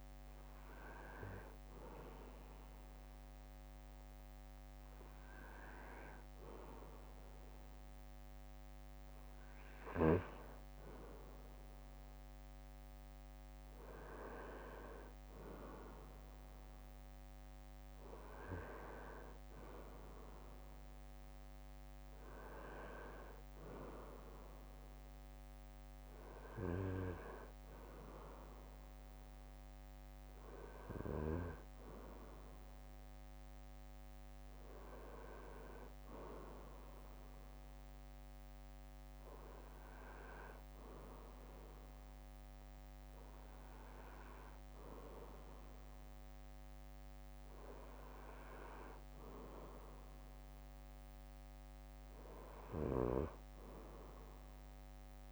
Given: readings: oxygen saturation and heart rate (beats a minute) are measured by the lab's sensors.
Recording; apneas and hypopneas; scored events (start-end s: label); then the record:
a person partly awake in a sleep study, by a microphone on the trachea; none
14.00-44.00 s: new sleep stage, N1 (lightest sleep)
44.00-55.32 s: new sleep stage, N2 (light sleep)
52.00-55.32 s: arousal
From the record:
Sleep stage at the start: awake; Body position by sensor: on the back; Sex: male